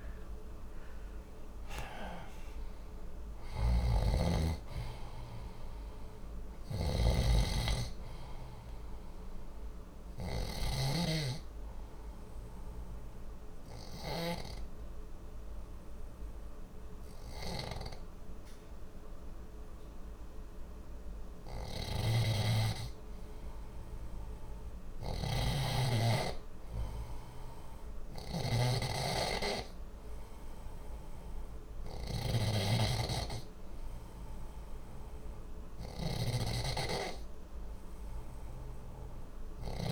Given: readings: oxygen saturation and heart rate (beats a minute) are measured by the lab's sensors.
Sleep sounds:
breathing in sleep by a room microphone; 1
0.00-2.00 s: arousal
0.00-14.00 s: snoring (device-marked)
9.00-21.00 s: obstructive apnea (oxygen 95% before, 92% lowest, heart rate 64 before, 59 extreme, up 2 after)
21.50-39.92 s: snoring (device-marked)
24.00-28.50 s: arousal
From the record:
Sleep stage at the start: N2 (light sleep); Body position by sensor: on the left side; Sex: male

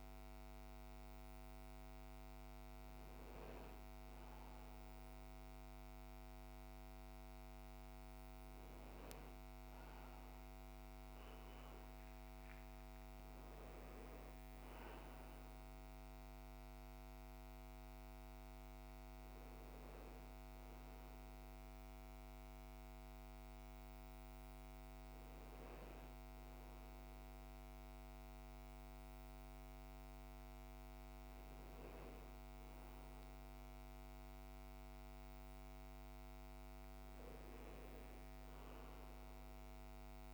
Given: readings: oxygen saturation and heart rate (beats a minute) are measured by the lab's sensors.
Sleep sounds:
a person awake in a sleep study, hard to hear, by a microphone on the trachea; none
38.50-40.33 s: new sleep stage, N1 (lightest sleep)
From the record:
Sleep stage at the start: awake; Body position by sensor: on the back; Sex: male

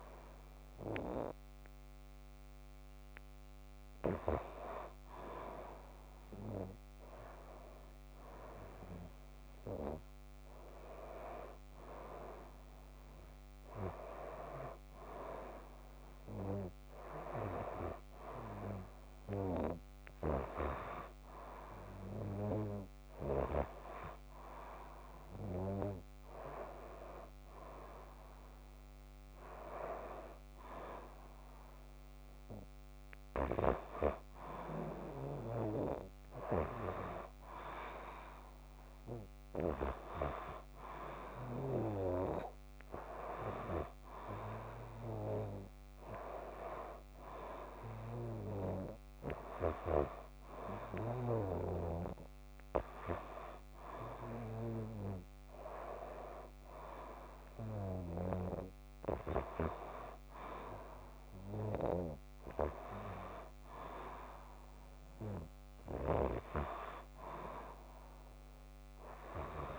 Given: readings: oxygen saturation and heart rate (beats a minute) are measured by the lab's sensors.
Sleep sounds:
breathing in sleep by a microphone on the trachea; none
none scored
From the record:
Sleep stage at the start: N2 (light sleep); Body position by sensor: on the back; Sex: female

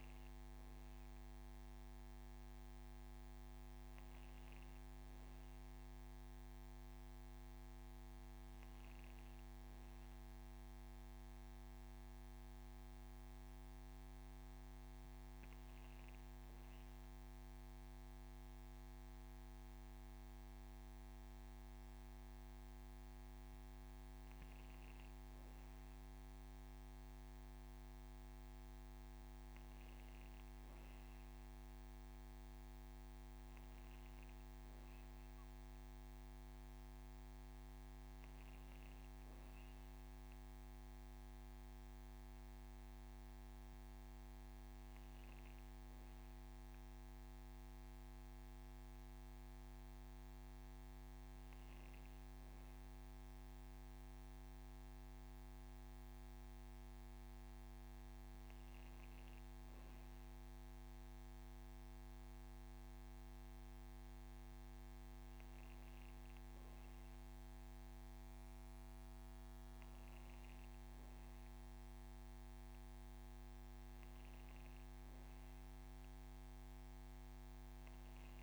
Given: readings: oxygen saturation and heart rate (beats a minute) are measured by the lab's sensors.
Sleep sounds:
breathing in sleep, hard to hear, by a microphone on the trachea; none
52.50-57.00 s: arousal
From the record:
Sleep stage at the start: N1 (lightest sleep); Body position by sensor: on the back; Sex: female

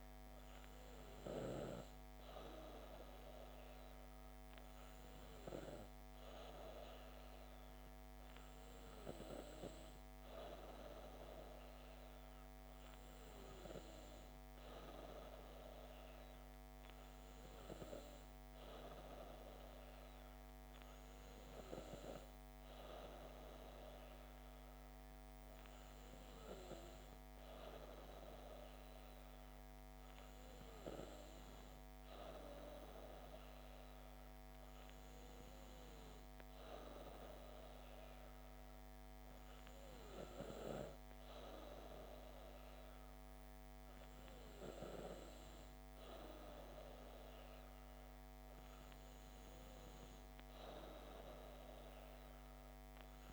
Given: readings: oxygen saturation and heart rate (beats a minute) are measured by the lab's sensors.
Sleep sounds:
breathing in sleep by a microphone on the trachea; none
none scored
From the record:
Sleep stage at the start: N2 (light sleep); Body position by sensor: on the back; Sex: female

